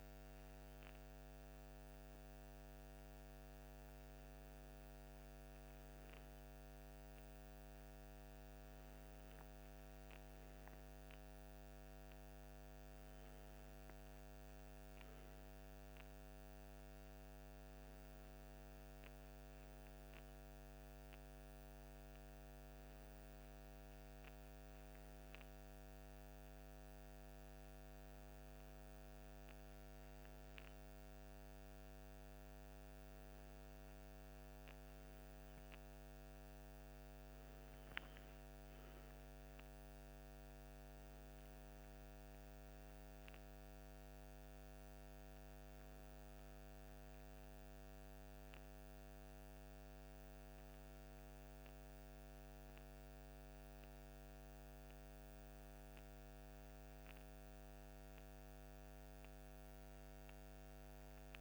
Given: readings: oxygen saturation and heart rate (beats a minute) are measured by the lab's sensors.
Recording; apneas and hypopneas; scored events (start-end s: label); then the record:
breathing in sleep, hard to hear, by a microphone on the trachea; none
none scored
From the record:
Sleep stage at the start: N3 (deep sleep); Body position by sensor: on the left side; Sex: male